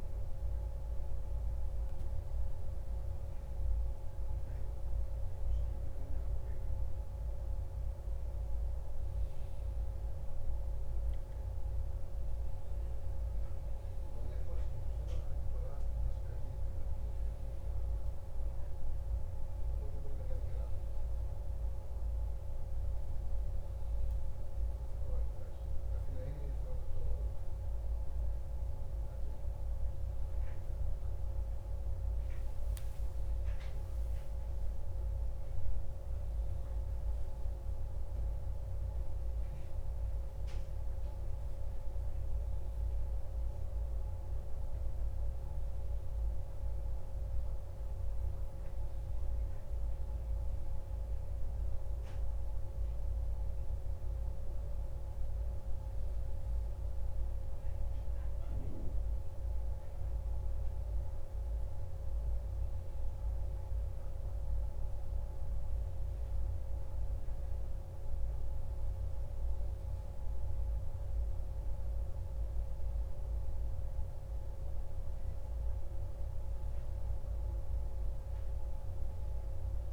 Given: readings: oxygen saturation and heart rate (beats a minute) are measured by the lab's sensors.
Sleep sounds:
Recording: breathing in sleep, hard to hear, by a room microphone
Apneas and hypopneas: none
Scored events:
50.50-54.50 s: arousal
From the record:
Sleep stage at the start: N1 (lightest sleep)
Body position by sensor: on the back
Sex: male

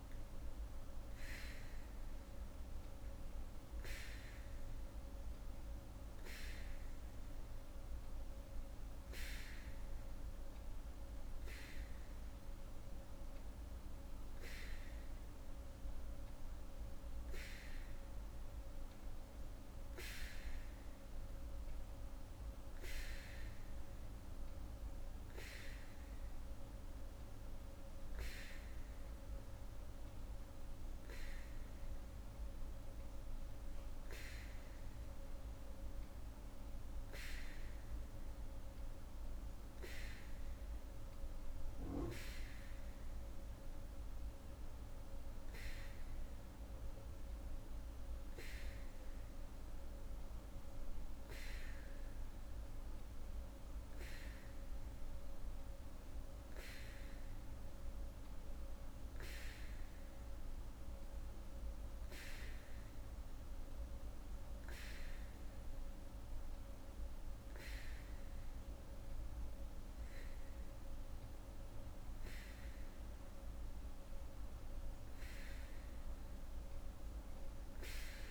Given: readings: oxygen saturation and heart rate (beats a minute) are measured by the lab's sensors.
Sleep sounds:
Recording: breathing in sleep by a room microphone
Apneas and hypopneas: none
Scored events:
none scored
From the record:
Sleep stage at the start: N3 (deep sleep)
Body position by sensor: on the back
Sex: female

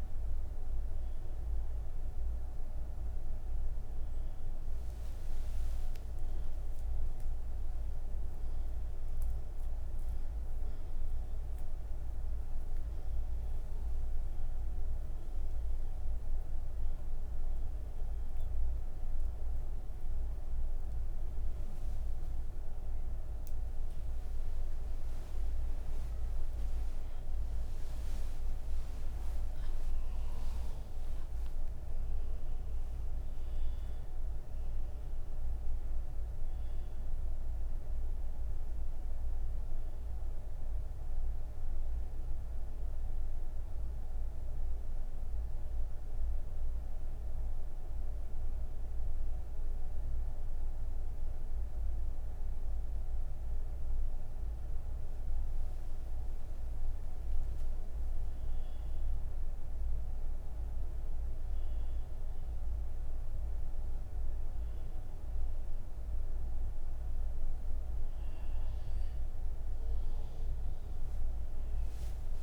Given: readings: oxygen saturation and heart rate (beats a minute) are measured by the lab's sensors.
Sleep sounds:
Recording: breathing in sleep, hard to hear, by a room microphone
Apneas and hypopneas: 1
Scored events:
45.00-57.00 s: hypopnea (oxygen 97% before, 94% lowest)
From the record:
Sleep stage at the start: N2 (light sleep)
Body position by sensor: on the back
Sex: female

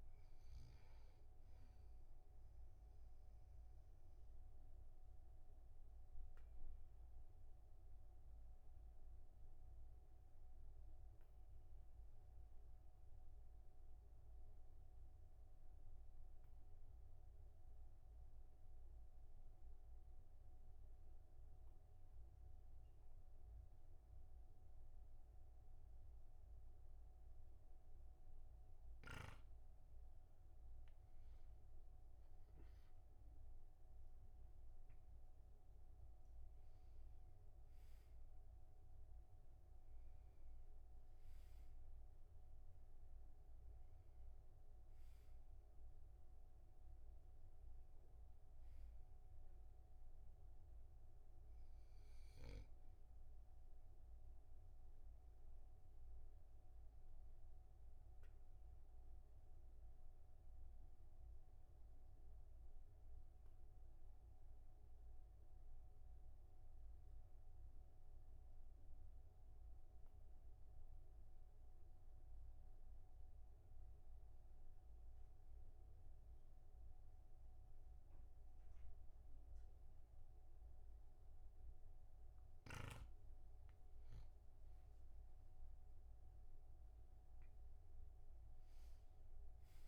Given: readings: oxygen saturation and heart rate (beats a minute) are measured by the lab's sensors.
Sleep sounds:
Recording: breathing in sleep, hard to hear, by a room microphone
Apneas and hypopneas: 2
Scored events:
3.50-29.50 s: obstructive apnea (oxygen 99% before, 95% lowest, heart rate 53 before, 40 extreme, up 12 after)
32.00-36.00 s: arousal
55.50-82.50 s: obstructive apnea (oxygen 99% before, 94% lowest, heart rate 49 before, 43 extreme, up 4 after)
85.50-89.00 s: arousal
From the record:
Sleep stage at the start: N2 (light sleep)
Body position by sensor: on the back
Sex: male

